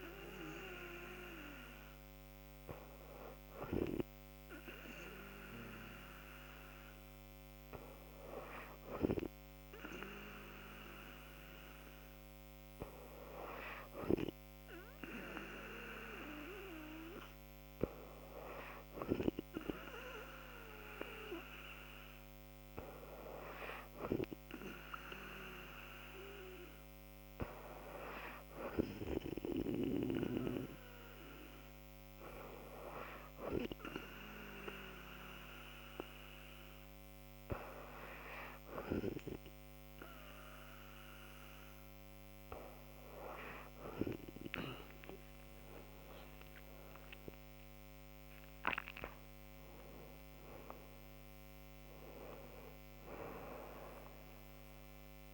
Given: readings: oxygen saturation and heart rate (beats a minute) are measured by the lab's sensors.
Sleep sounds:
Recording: breathing in sleep by a microphone on the trachea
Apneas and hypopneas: 1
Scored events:
4.50-41.00 s: hypopnea (oxygen 97% before, 94% lowest, heart rate 68 before, 69 extreme, up 4 after)
44.50-48.50 s: arousal
From the record:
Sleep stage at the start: N2 (light sleep)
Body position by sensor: on the back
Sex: female

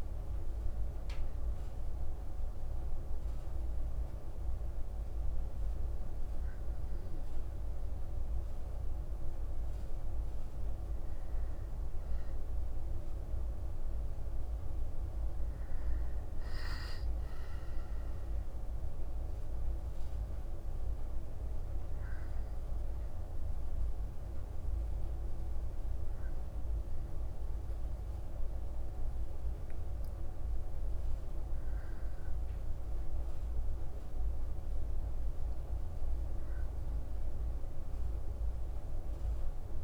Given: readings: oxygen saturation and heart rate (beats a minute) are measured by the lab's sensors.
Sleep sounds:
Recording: breathing in sleep, hard to hear, by a room microphone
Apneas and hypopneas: none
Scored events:
none scored
From the record:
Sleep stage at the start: N2 (light sleep)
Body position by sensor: on the back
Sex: female

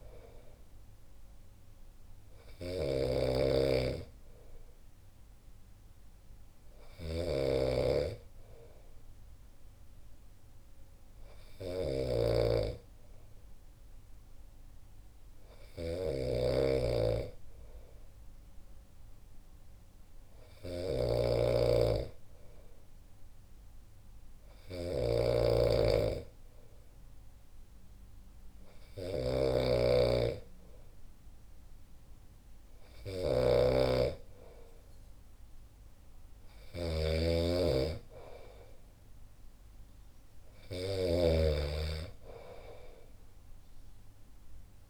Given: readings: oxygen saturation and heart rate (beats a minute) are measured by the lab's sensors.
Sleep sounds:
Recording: breathing in sleep by a room microphone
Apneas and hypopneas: none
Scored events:
0.00-44.90 s: snoring (device-marked)
From the record:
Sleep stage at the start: N2 (light sleep)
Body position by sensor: on the back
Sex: male

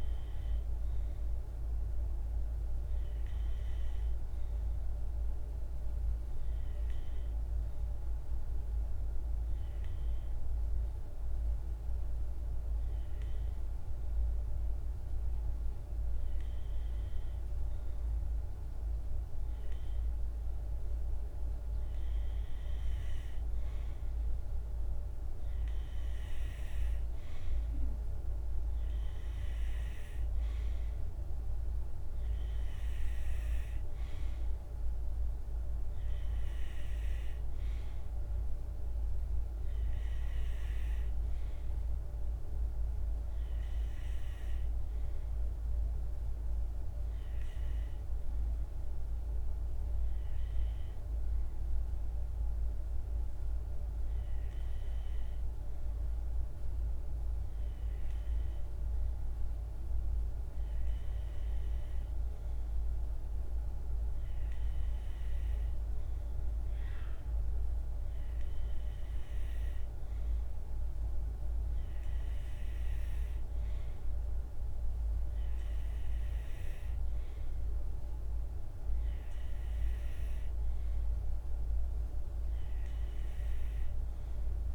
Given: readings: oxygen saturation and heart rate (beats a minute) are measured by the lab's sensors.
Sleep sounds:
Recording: breathing in sleep, hard to hear, by a room microphone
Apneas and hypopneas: 1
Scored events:
9.00-21.50 s: hypopnea (oxygen 96% before, 93% lowest, heart rate 54 before, 53 extreme, up 2 after)
23.50-27.00 s: arousal
From the record:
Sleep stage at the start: N2 (light sleep)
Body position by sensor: on the right side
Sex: male

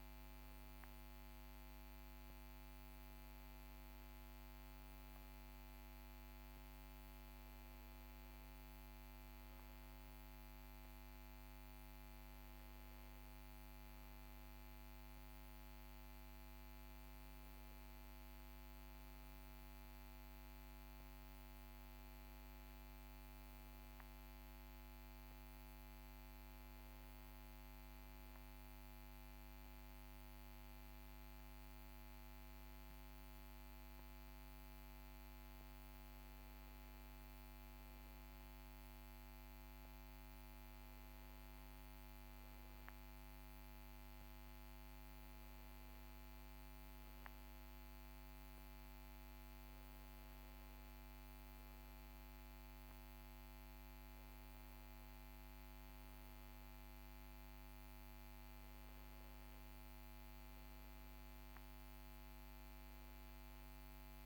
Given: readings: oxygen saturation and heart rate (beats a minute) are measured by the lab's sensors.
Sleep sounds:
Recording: breathing in sleep, hard to hear, by a microphone on the trachea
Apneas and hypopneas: none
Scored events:
none scored
From the record:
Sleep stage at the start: N1 (lightest sleep)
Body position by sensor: on the back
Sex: male

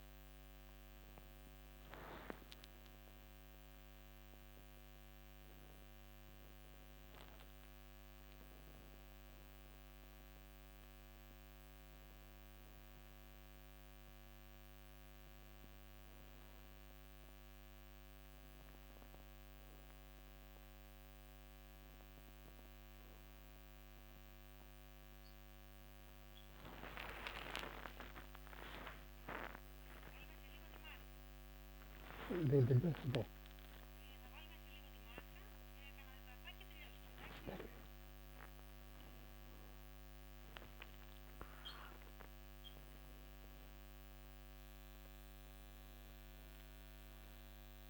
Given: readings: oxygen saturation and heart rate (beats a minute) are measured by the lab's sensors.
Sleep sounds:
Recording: a person awake in a sleep study, by a microphone on the trachea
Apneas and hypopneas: none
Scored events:
none scored
From the record:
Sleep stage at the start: awake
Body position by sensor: on the back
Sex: male

